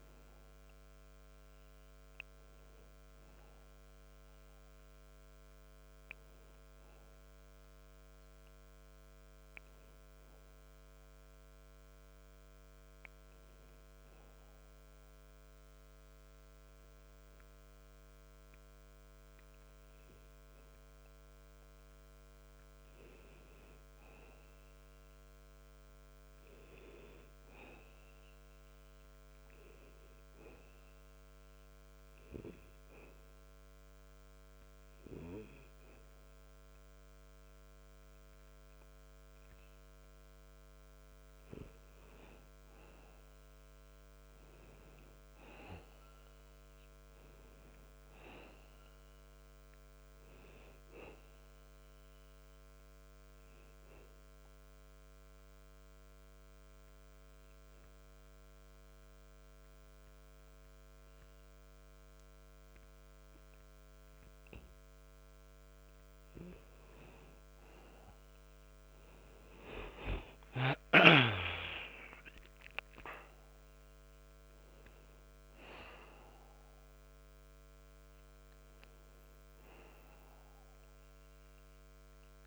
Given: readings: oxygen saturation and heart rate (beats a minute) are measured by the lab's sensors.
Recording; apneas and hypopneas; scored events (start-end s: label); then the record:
breathing in sleep by a microphone on the trachea; 3
8.50-22.00 s: hypopnea (oxygen 94% before, 90% lowest, heart rate 85 before, 60 extreme, up 12 after)
11.00-23.00 s: oxygen desaturation (device-marked, oxygen 94% before, 90% lowest, heart rate 84 before, 60 extreme)
23.50-28.00 s: arousal
30.50-40.50 s: obstructive apnea (oxygen 97% before, 91% lowest, heart rate 71 before, 60 extreme, up 18 after)
42.50-46.50 s: arousal
52.50-65.50 s: obstructive apnea (oxygen 97% before, 91% lowest, heart rate 68 before, 46 extreme, up 13 after)
57.00-69.00 s: oxygen desaturation (device-marked, oxygen 95% before, 91% lowest, heart rate 68 before, 46 extreme)
68.00-73.00 s: arousal
81.00-82.47 s: oxygen desaturation (device-marked, oxygen 96% before, 91% lowest, heart rate 67 before, 30 extreme)
From the record:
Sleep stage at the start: N2 (light sleep); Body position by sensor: on the back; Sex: male